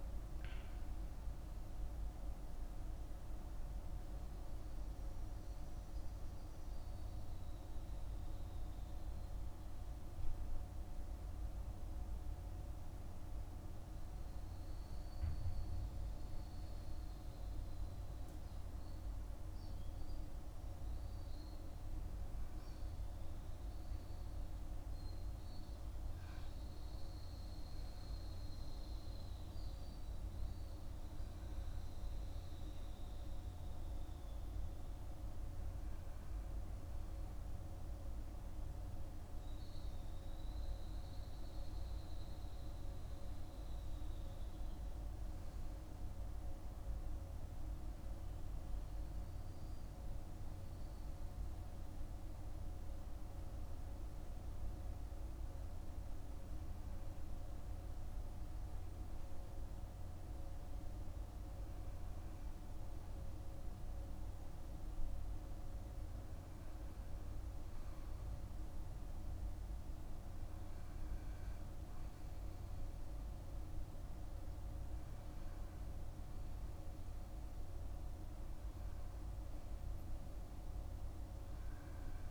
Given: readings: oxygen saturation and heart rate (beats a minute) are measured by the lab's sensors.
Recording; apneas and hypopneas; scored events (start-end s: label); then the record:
breathing in sleep, hard to hear, by a room microphone; none
none scored
From the record:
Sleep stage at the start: N2 (light sleep); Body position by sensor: on the back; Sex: male